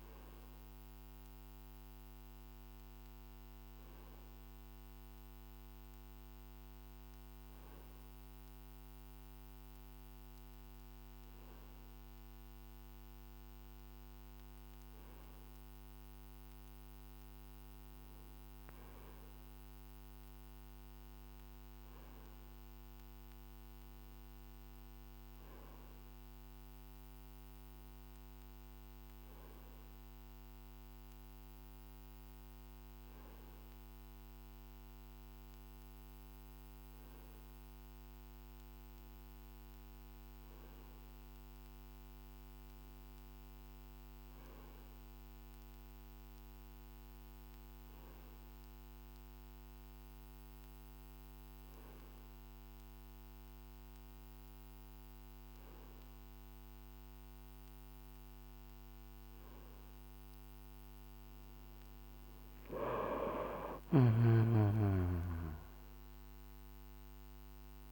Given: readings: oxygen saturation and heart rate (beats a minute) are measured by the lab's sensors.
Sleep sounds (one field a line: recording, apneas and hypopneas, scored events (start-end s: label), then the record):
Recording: breathing in sleep, hard to hear, by a microphone on the trachea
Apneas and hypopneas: none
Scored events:
none scored
From the record:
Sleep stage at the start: N2 (light sleep)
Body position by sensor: on the right side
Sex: male